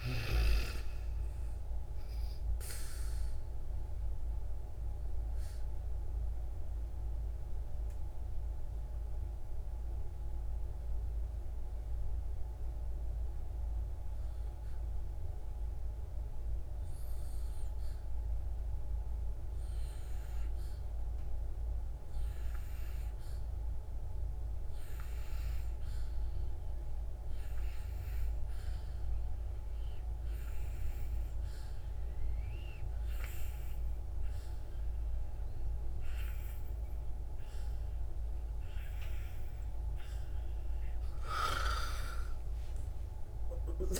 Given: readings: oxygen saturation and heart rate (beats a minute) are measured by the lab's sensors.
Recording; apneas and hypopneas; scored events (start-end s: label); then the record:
breathing in sleep, hard to hear, by a room microphone; 1
0.00-24.50 s: oxygen desaturation (device-marked, oxygen 70% lowest, heart rate 58 extreme)
2.50-38.50 s: obstructive apnea (oxygen 96% before, 70% lowest, heart rate 73 before, 58 extreme, up 16 after)
26.50-44.00 s: oxygen desaturation (device-marked, oxygen 97% before, 70% lowest, heart rate 65 before, 52 extreme)
40.00-44.00 s: arousal
From the record:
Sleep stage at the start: N2 (light sleep); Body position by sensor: on the back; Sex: female